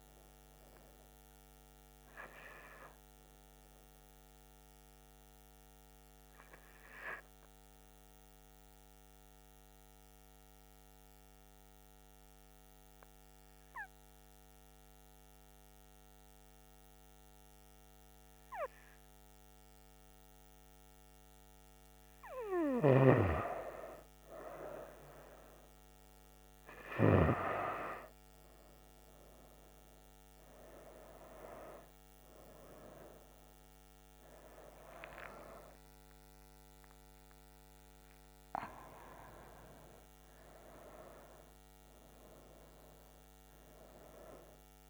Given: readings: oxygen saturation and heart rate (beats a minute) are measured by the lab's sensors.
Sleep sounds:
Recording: breathing in sleep by a microphone on the trachea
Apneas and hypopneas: 1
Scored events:
0.00-3.00 s: oxygen desaturation (device-marked, oxygen 91% lowest, heart rate 66 extreme)
7.00-21.00 s: mixed apnea (oxygen 97% before, 93% lowest, heart rate 74 before, 67 extreme, up 5 after)
26.00-40.00 s: oxygen desaturation (device-marked, oxygen 97% before, 93% lowest, heart rate 68 before, 64 extreme)
34.50-39.50 s: arousal
From the record:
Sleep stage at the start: N2 (light sleep)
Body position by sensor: on the right side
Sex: female

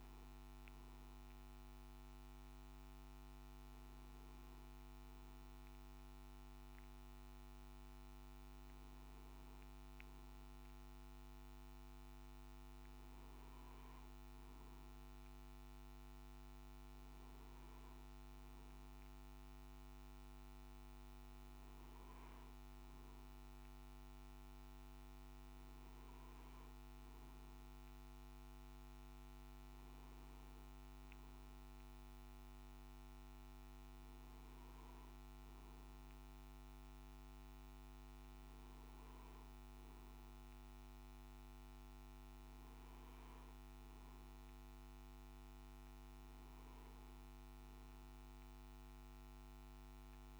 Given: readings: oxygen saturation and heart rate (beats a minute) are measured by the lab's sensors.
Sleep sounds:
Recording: breathing in sleep, hard to hear, by a microphone on the trachea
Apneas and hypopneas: none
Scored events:
none scored
From the record:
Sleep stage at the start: N1 (lightest sleep)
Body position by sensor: on the back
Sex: male

